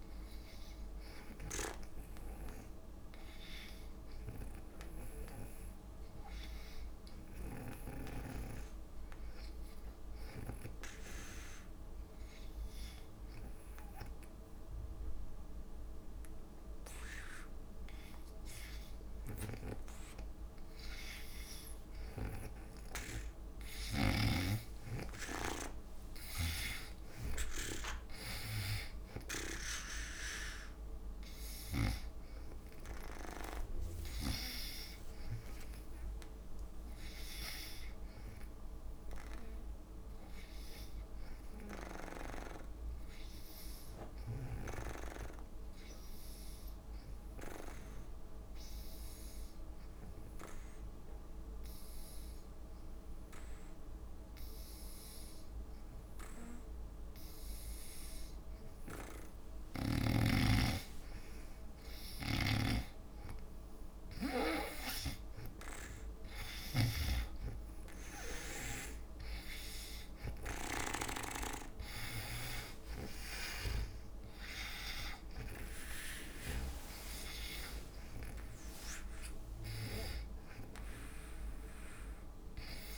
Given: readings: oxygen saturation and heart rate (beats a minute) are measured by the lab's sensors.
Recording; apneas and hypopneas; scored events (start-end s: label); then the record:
breathing in sleep by a room microphone; 2
11.50-23.50 s: hypopnea (oxygen 95% before, 86% lowest, heart rate 67 before, 58 extreme, up 5 after)
25.50-29.00 s: arousal
29.00-36.00 s: oxygen desaturation (device-marked, oxygen 95% before, 92% lowest, heart rate 69 before, 58 extreme)
35.00-47.00 s: drop in pulse transit time (device-marked, heart rate 70 before, 58 extreme)
47.00-59.50 s: obstructive apnea (oxygen 96% before, 84% lowest, heart rate 66 before, 62 extreme, up 11 after)
57.00-82.98 s: oxygen desaturation (device-marked, oxygen 96% before, 86% lowest, heart rate 62 before, 62 extreme)
58.00-68.00 s: drop in pulse transit time (device-marked, heart rate 62 before, 62 extreme)
61.50-65.00 s: arousal
62.50-77.00 s: snoring (device-marked)
From the record:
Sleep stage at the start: N2 (light sleep); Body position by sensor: on the back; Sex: female